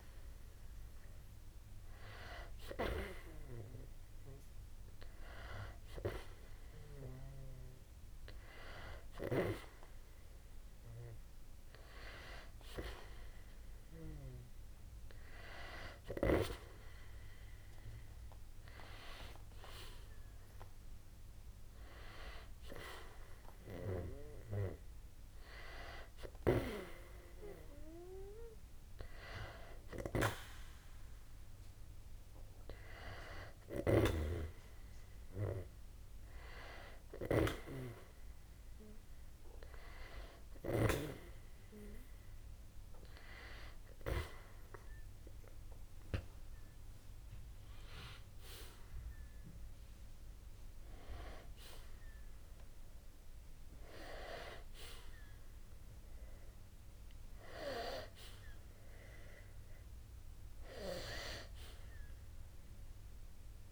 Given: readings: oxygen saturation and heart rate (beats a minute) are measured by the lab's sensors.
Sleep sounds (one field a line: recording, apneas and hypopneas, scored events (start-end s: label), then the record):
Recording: breathing in sleep by a room microphone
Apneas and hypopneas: none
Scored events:
none scored
From the record:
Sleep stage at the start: N2 (light sleep)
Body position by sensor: on the back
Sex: male